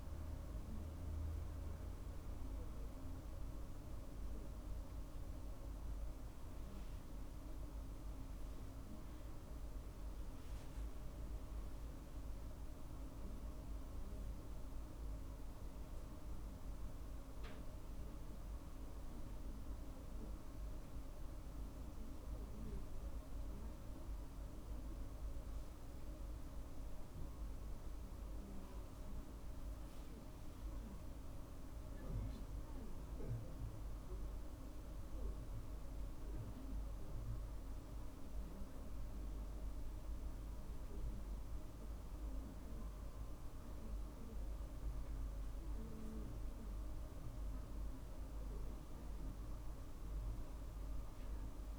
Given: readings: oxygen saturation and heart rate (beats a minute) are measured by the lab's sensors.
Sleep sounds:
breathing in sleep, hard to hear, by a room microphone; none
none scored
From the record:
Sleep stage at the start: N2 (light sleep); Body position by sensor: on the right side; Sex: male

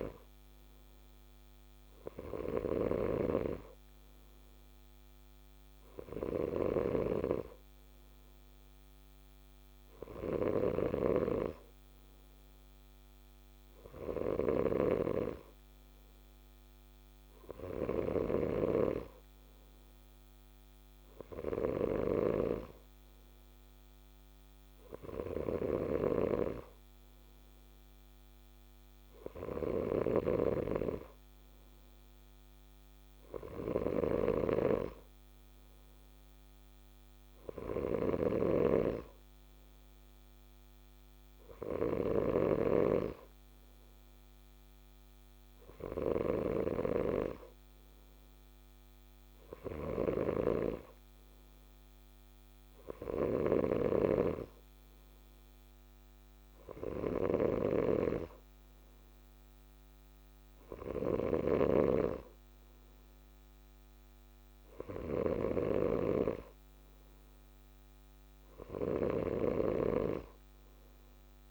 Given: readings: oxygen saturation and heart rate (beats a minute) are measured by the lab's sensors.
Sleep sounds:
breathing in sleep by a microphone on the trachea; none
0.00-71.50 s: snoring (device-marked)
From the record:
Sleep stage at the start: N2 (light sleep); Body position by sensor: on the left side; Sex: male

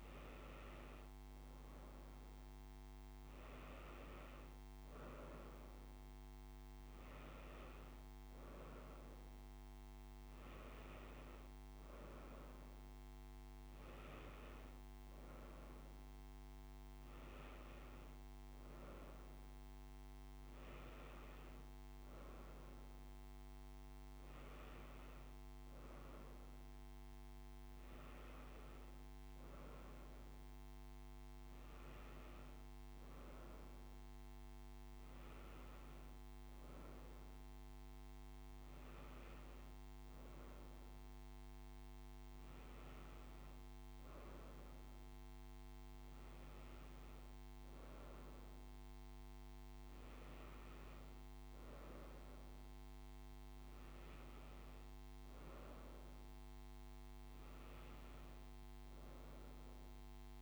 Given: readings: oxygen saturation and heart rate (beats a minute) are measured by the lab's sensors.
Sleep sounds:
a person awake in a sleep study, hard to hear, by a microphone on the trachea; none
31.00-60.42 s: new sleep stage, N1 (lightest sleep)
From the record:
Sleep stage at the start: awake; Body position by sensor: on the front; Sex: female

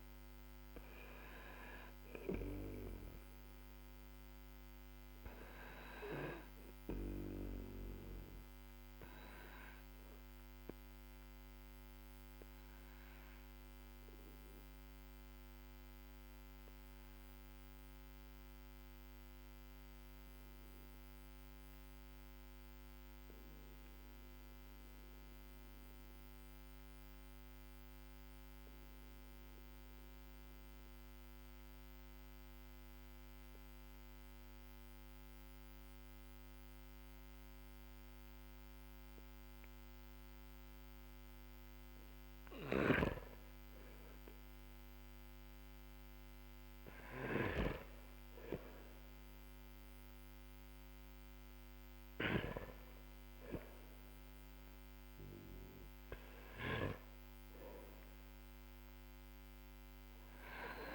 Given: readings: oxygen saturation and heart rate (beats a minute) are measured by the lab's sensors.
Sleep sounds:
breathing in sleep by a microphone on the trachea; 1
0.00-30.00 s: oxygen desaturation (device-marked, oxygen 94% lowest, heart rate 44 extreme)
2.50-42.50 s: obstructive apnea (oxygen 99% before, 94% lowest, heart rate 51 before, 44 extreme, up 5 after)
42.00-52.00 s: snoring (device-marked)
44.00-48.50 s: arousal
From the record:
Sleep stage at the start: N2 (light sleep); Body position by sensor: on the back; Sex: male

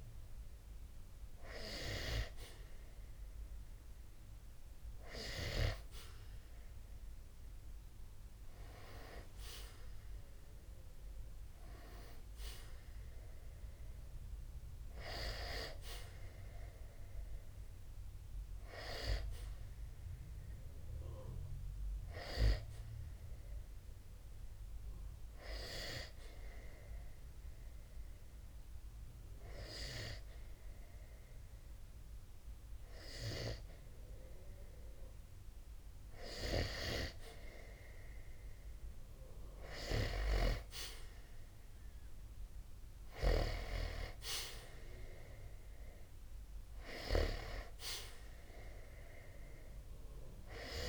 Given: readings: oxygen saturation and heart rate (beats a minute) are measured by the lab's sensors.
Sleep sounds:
breathing in sleep by a room microphone; 1
18.50-22.00 s: arousal
25.00-36.50 s: hypopnea (oxygen 95% before, 90% lowest, heart rate 61 before, 60 extreme, up 0 after)
38.00-41.50 s: arousal
42.00-50.88 s: oxygen desaturation (device-marked, oxygen 94% before, 90% lowest, heart rate 60 before, 60 extreme)
From the record:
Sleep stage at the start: N2 (light sleep); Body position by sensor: on the back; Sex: male

